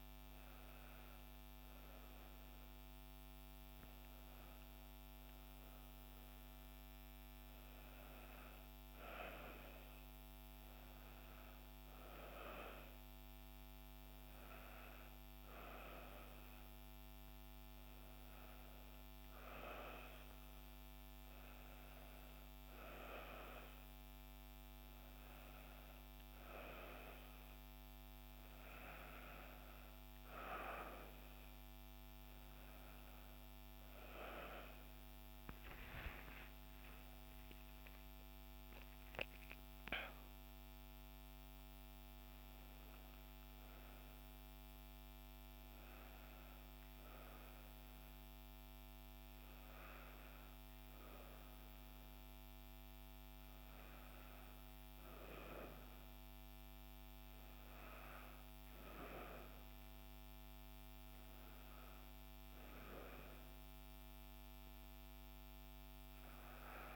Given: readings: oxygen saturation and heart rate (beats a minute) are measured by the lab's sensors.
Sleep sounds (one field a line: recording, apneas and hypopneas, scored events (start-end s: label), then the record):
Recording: a person awake in a sleep study, by a microphone on the trachea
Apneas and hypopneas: none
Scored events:
none scored
From the record:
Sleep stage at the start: awake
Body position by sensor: on the back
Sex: female